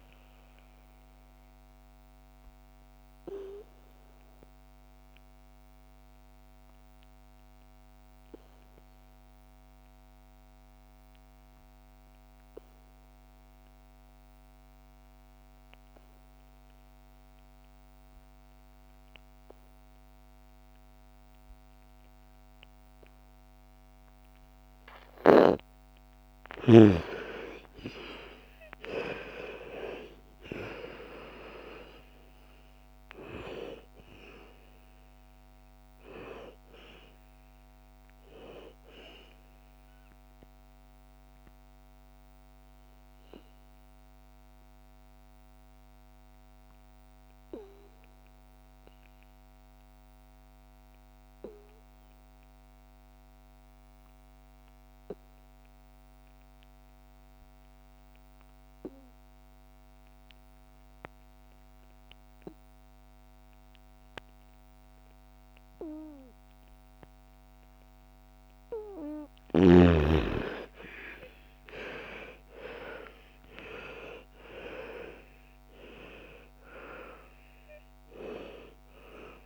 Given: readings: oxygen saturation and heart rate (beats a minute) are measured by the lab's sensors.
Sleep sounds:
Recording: breathing in sleep by a microphone on the trachea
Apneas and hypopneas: 2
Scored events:
0.00-10.50 s: oxygen desaturation (device-marked, oxygen 80% lowest, heart rate 54 extreme)
0.50-24.50 s: obstructive apnea (oxygen 99% before, 77% lowest, heart rate 64 before, 54 extreme, up 12 after)
23.50-53.50 s: oxygen desaturation (device-marked, oxygen 99% before, 79% lowest, heart rate 57 before, 54 extreme)
28.00-33.00 s: arousal
39.50-68.00 s: obstructive apnea (oxygen 99% before, 77% lowest, heart rate 64 before, 54 extreme, up 18 after)
66.50-79.46 s: oxygen desaturation (device-marked, oxygen 99% before, 77% lowest, heart rate 57 before, 59 extreme)
70.00-75.50 s: arousal
From the record:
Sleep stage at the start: N2 (light sleep)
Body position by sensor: on the back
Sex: female

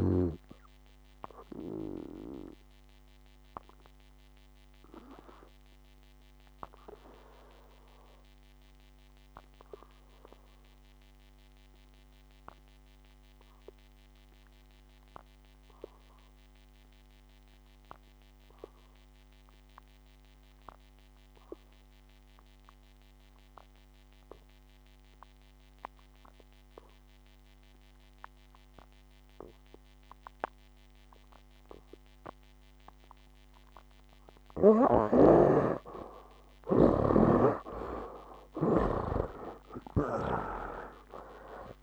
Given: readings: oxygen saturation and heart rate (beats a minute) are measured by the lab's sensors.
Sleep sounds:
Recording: breathing in sleep by a microphone on the trachea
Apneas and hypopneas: 1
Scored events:
2.00-34.00 s: obstructive apnea (oxygen 96% before, 69% lowest, heart rate 65 before, 58 extreme, up 15 after)
3.50-28.50 s: oxygen desaturation (device-marked, oxygen 96% before, 77% lowest, heart rate 67 before, 58 extreme)
30.50-41.83 s: oxygen desaturation (device-marked, oxygen 96% before, 69% lowest, heart rate 60 before, 57 extreme)
35.00-41.83 s: snoring (device-marked)
39.00-41.83 s: arousal
From the record:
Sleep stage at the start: N2 (light sleep)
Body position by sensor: on the back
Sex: male

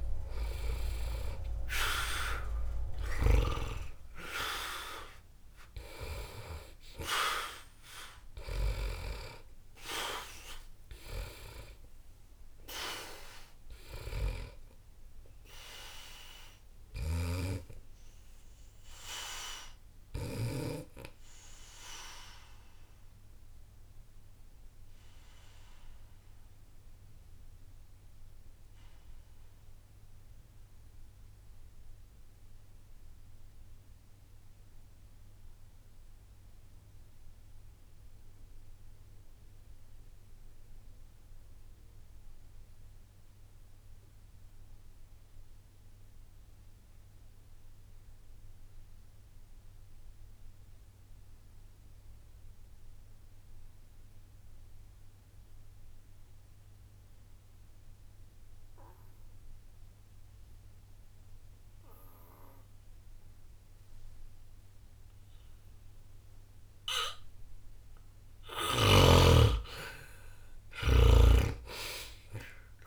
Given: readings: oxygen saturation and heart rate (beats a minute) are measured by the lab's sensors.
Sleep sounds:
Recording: breathing in sleep by a room microphone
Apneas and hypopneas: 1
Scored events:
0.00-1.50 s: arousal
0.00-43.00 s: oxygen desaturation (device-marked, oxygen 78% lowest, heart rate 60 extreme)
17.50-65.50 s: obstructive apnea (oxygen 97% before, 75% lowest, heart rate 60 before, 60 extreme, up 0 after)
60.00-72.86 s: oxygen desaturation (device-marked, oxygen 99% before, 89% lowest, heart rate 60 before, 60 extreme)
71.00-72.86 s: arousal
From the record:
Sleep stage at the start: N2 (light sleep)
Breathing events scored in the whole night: 189 in 3.6 hours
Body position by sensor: on the back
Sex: male

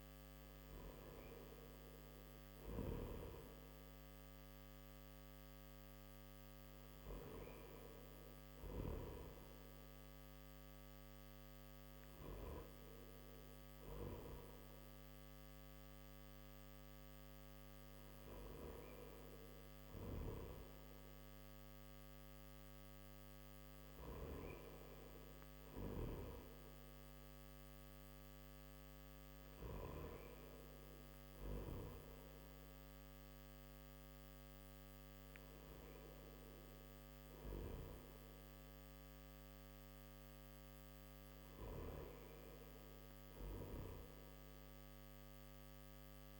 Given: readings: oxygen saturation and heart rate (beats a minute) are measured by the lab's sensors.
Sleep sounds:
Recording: breathing in sleep by a microphone on the trachea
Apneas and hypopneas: none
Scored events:
none scored
From the record:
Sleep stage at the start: N3 (deep sleep)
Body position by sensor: on the back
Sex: male

